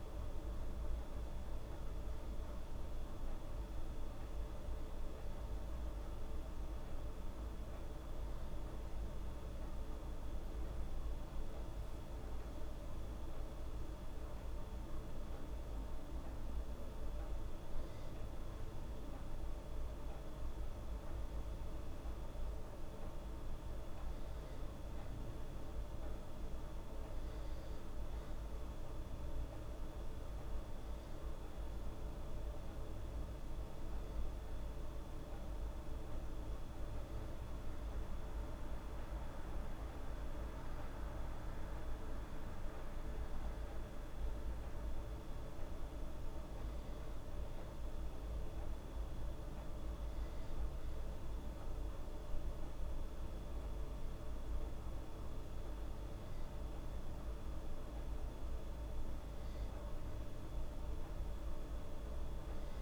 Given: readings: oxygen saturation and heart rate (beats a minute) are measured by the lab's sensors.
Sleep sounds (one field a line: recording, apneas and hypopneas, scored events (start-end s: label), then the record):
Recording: breathing in sleep, hard to hear, by a room microphone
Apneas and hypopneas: none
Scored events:
none scored
From the record:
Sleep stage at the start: N2 (light sleep)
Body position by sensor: on the back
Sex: female